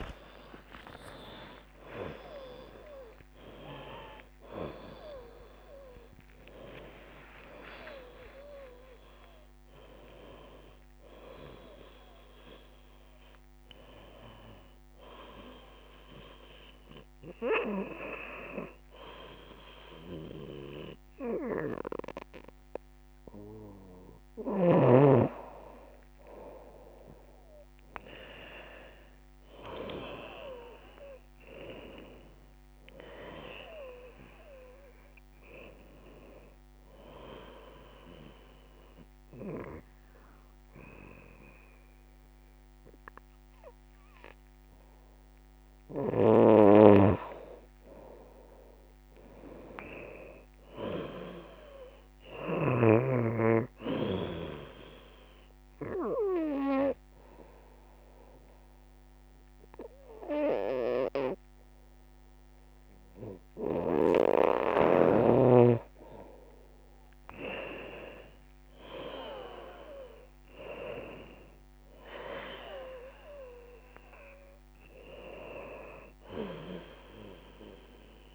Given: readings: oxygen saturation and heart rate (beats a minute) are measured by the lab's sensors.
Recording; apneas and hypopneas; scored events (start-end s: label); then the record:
a person partly awake in a sleep study, by a microphone on the trachea; 3
0.00-2.50 s: drop in pulse transit time (device-marked, heart rate 69 extreme)
0.00-9.50 s: bradycardia (device-marked, heart rate 28 extreme)
3.50-5.50 s: long interval between heartbeats (device-marked, heart rate 120 before, 47 extreme)
6.50-8.50 s: long interval between heartbeats (device-marked, heart rate 103 before, 28 extreme)
13.50-78.35 s: new sleep stage, N2 (light sleep)
15.50-26.00 s: hypopnea (oxygen 97% before, 86% lowest, heart rate 77 before, 68 extreme, up 19 after)
28.00-32.50 s: arousal
28.50-49.50 s: oxygen desaturation (device-marked, oxygen 95% before, 87% lowest, heart rate 70 before, 66 extreme)
37.50-47.50 s: obstructive apnea (oxygen 95% before, 86% lowest, heart rate 77 before, 66 extreme, up 16 after)
49.00-53.00 s: arousal
50.00-52.00 s: long interval between heartbeats (device-marked, heart rate 78 before, 82 extreme)
55.50-66.00 s: obstructive apnea (oxygen 95% before, 85% lowest, heart rate 79 before, 63 extreme, up 17 after)
55.50-68.50 s: oxygen desaturation (device-marked, oxygen 95% before, 87% lowest, heart rate 79 before, 63 extreme)
67.50-72.00 s: arousal
68.50-78.35 s: drop in pulse transit time (device-marked, heart rate 75 before, 67 extreme)
70.50-78.35 s: oxygen desaturation (device-marked, oxygen 94% before, 86% lowest, heart rate 74 before, 63 extreme)
From the record:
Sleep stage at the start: awake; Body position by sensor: on the right side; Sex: female